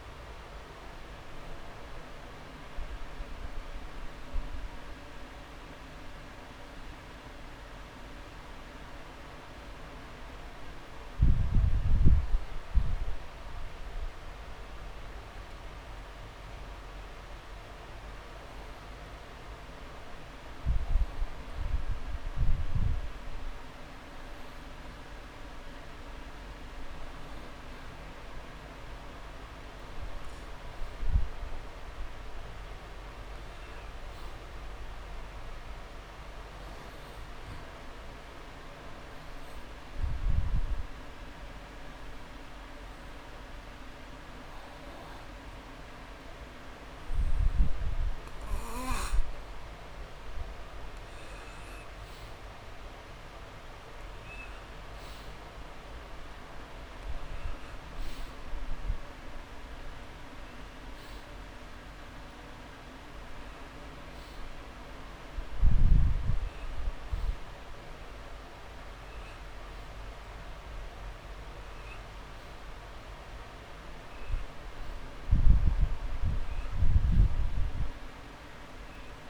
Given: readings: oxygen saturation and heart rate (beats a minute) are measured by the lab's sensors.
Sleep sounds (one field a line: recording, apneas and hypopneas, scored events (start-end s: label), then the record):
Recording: breathing in sleep, hard to hear, by a room microphone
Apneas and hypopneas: 2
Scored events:
0.00-16.00 s: oxygen desaturation (device-marked, oxygen 88% lowest)
12.50-26.00 s: hypopnea (oxygen 97% before, 92% lowest)
27.50-31.00 s: arousal
31.00-53.00 s: oxygen desaturation (device-marked, oxygen 98% before, 93% lowest)
35.50-49.50 s: hypopnea (oxygen 99% before, 92% lowest)
54.00-56.50 s: arousal
60.00-70.00 s: oxygen desaturation (device-marked, oxygen 95% before, 92% lowest)
74.50-78.00 s: arousal
From the record:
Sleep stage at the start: N2 (light sleep)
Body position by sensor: on the back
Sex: male